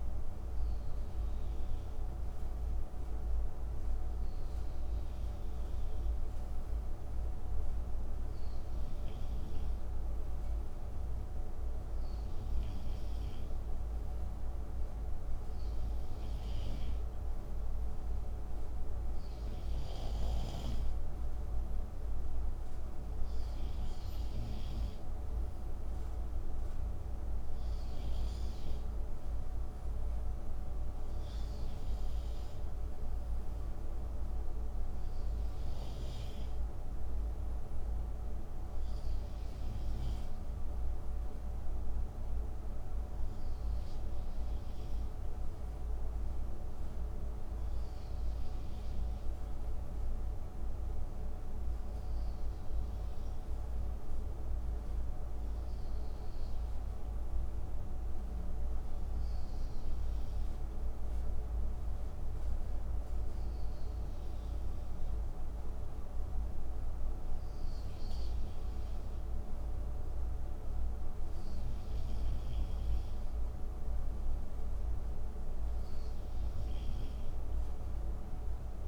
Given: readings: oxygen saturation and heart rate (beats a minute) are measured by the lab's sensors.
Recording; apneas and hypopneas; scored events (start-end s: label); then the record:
breathing in sleep, hard to hear, by a room microphone; none
none scored
From the record:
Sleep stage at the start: REM sleep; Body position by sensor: on the right side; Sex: male